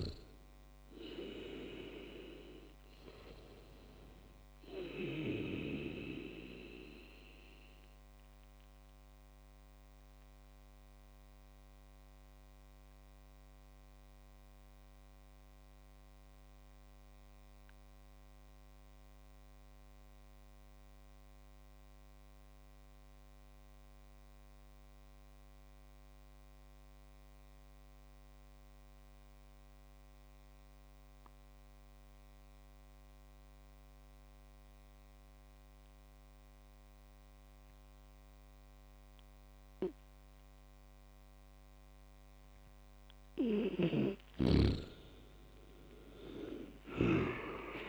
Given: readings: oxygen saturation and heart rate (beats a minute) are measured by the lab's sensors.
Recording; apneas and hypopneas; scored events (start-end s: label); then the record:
breathing in sleep by a microphone on the trachea; 1
5.50-42.00 s: obstructive apnea (oxygen 100% before, 96% lowest, heart rate 60 before, 57 extreme, up 24 after)
44.00-47.50 s: arousal
From the record:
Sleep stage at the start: N2 (light sleep); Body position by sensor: on the back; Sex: male